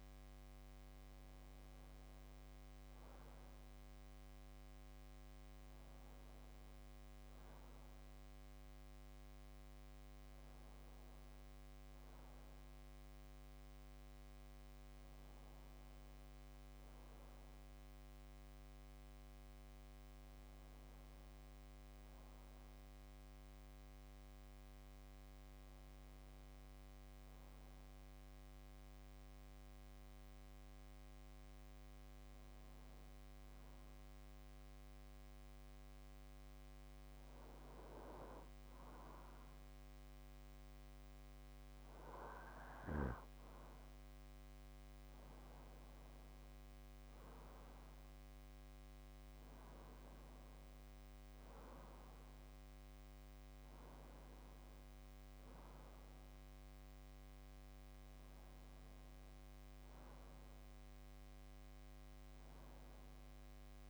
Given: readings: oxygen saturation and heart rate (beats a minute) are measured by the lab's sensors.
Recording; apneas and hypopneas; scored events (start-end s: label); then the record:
breathing in sleep, hard to hear, by a microphone on the trachea; 1
0.00-10.00 s: oxygen desaturation (device-marked, oxygen 92% lowest)
22.00-25.00 s: arousal
27.50-38.50 s: hypopnea (oxygen 97% before, 93% lowest)
43.50-47.50 s: arousal
From the record:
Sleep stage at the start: N2 (light sleep); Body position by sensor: on the back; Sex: male